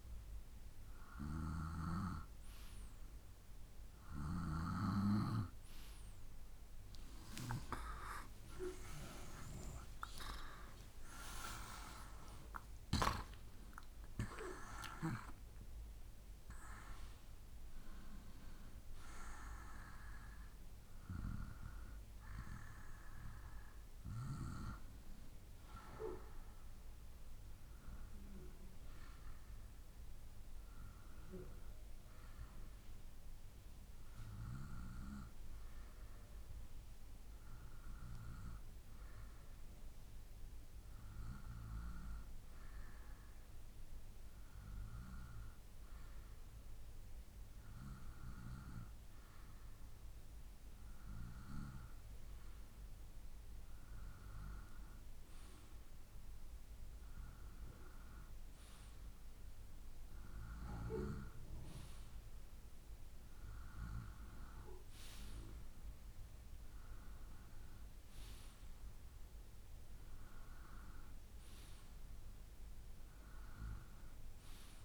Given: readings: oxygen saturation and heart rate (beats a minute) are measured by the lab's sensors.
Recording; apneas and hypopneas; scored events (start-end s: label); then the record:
breathing in sleep by a room microphone; none
0.00-18.50 s: oxygen desaturation (device-marked, oxygen 91% lowest, heart rate 60 extreme)
6.00-11.00 s: arousal
From the record:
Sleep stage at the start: N2 (light sleep); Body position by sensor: on the right side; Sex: male